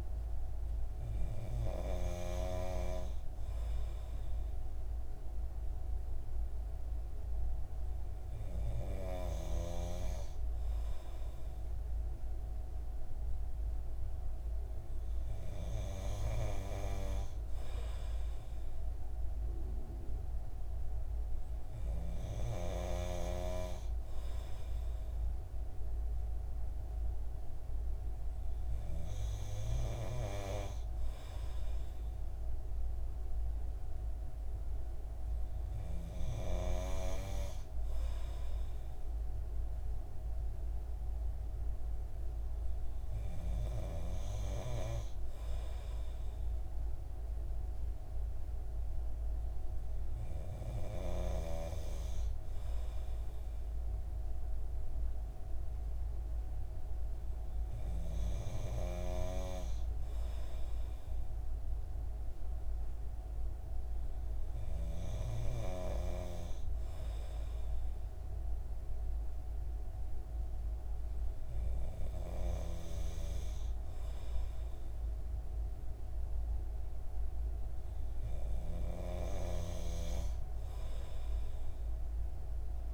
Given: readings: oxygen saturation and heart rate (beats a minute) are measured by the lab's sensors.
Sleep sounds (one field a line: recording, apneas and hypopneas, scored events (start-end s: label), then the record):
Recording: breathing in sleep by a room microphone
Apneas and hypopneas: none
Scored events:
none scored
From the record:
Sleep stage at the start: N2 (light sleep)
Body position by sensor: on the right side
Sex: male